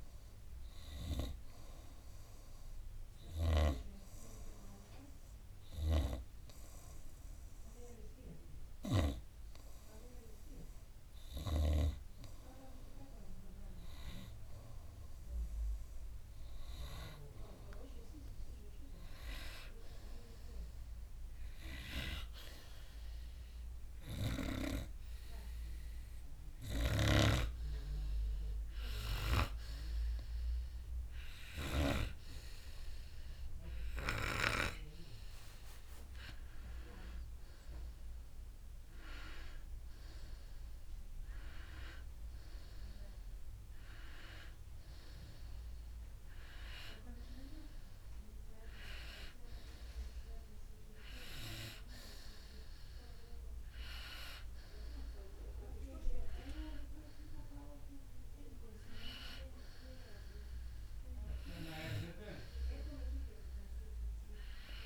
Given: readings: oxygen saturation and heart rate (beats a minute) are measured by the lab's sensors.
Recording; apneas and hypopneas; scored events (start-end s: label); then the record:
breathing in sleep by a room microphone; 2
3.00-13.50 s: hypopnea (oxygen 96% before, 93% lowest, heart rate 60 before, 50 extreme, up 8 after)
15.50-20.00 s: arousal
24.00-36.50 s: hypopnea (oxygen 96% before, 93% lowest, heart rate 57 before, 52 extreme, up 15 after)
37.50-41.00 s: arousal
From the record:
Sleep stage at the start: N2 (light sleep); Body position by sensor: on the right side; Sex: male